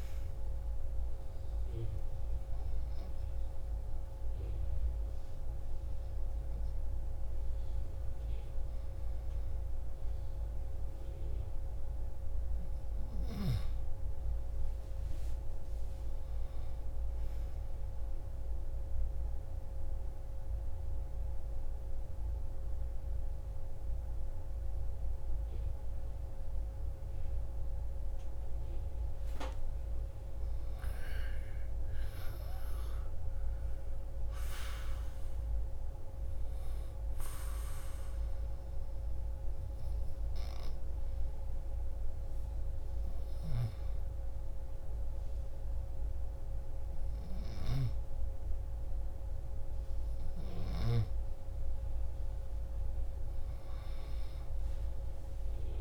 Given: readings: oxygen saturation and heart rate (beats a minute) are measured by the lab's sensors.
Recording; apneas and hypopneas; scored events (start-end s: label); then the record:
breathing in sleep, hard to hear, by a room microphone; 1
5.00-16.00 s: oxygen desaturation (device-marked, oxygen 98% before, 92% lowest)
18.50-31.00 s: obstructive apnea (oxygen 98% before, 90% lowest)
32.00-35.50 s: arousal
44.00-54.00 s: oxygen desaturation (device-marked, oxygen 96% before, 90% lowest)
From the record:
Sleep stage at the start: N2 (light sleep); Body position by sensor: on the back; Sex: female